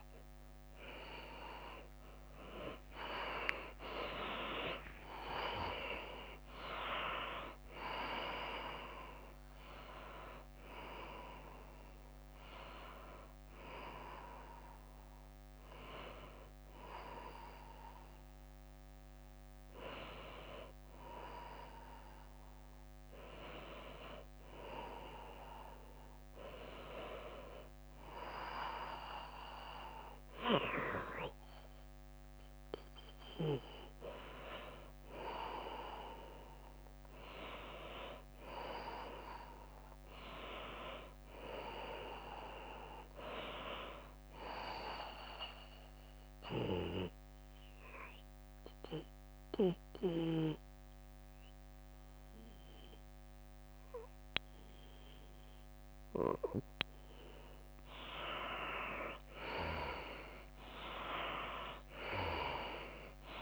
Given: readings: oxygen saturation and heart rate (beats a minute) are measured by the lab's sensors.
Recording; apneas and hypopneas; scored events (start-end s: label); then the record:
breathing in sleep by a microphone on the trachea; 1
0.00-2.00 s: bradycardia (device-marked, heart rate 67 extreme)
2.00-6.00 s: arousal
5.00-63.42 s: tachycardia (device-marked, heart rate 108 before, 187 extreme)
5.50-7.50 s: long interval between heartbeats (device-marked, heart rate 108 before, 67 extreme)
9.00-19.00 s: drop in pulse transit time (device-marked, heart rate 103 before, 109 extreme)
11.00-13.00 s: long interval between heartbeats (device-marked, heart rate 103 before, 116 extreme)
11.00-23.00 s: oxygen desaturation (device-marked, oxygen 96% before, 92% lowest, heart rate 103 before, 109 extreme)
13.00-15.00 s: long interval between heartbeats (device-marked, heart rate 99 before, 117 extreme)
23.50-25.50 s: long interval between heartbeats (device-marked, heart rate 101 before, 113 extreme)
26.50-28.50 s: long interval between heartbeats (device-marked, heart rate 111 before, 121 extreme)
28.50-30.50 s: long interval between heartbeats (device-marked, heart rate 115 before, 128 extreme)
30.00-55.00 s: oxygen desaturation (device-marked, oxygen 96% before, 90% lowest, heart rate 117 before, 108 extreme)
30.50-32.50 s: long interval between heartbeats (device-marked, heart rate 117 before, 140 extreme)
38.00-41.50 s: arousal
39.50-41.50 s: long interval between heartbeats (device-marked, heart rate 128 before, 120 extreme)
44.00-46.00 s: long interval between heartbeats (device-marked, heart rate 132 before, 138 extreme)
46.50-57.50 s: obstructive apnea (oxygen 96% before, 85% lowest, heart rate 135 before, 105 extreme)
48.00-50.00 s: long interval between heartbeats (device-marked, heart rate 136 before, 120 extreme)
55.50-57.50 s: long interval between heartbeats (device-marked, heart rate 126 before, 128 extreme)
59.00-62.50 s: arousal
60.00-62.00 s: long interval between heartbeats (device-marked, heart rate 131 before, 175 extreme)
From the record:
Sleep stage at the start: N2 (light sleep); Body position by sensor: on the left side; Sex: female